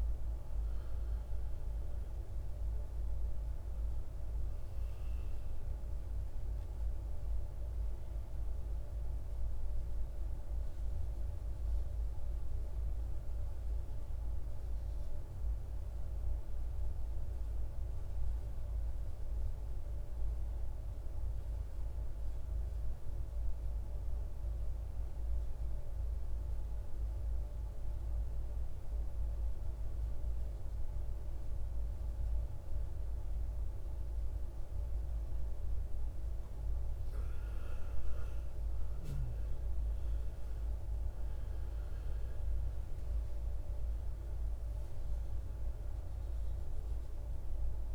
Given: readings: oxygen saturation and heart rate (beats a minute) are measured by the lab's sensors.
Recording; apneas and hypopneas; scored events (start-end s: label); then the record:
breathing in sleep, hard to hear, by a room microphone; 1
0.00-19.50 s: oxygen desaturation (device-marked, oxygen 91% lowest, heart rate 56 extreme)
14.00-35.50 s: obstructive apnea (oxygen 97% before, 87% lowest, heart rate 62 before, 53 extreme, up 11 after)
34.50-47.95 s: oxygen desaturation (device-marked, oxygen 97% before, 87% lowest, heart rate 62 before, 52 extreme)
38.00-42.50 s: arousal
From the record:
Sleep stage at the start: N2 (light sleep); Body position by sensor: on the right side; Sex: male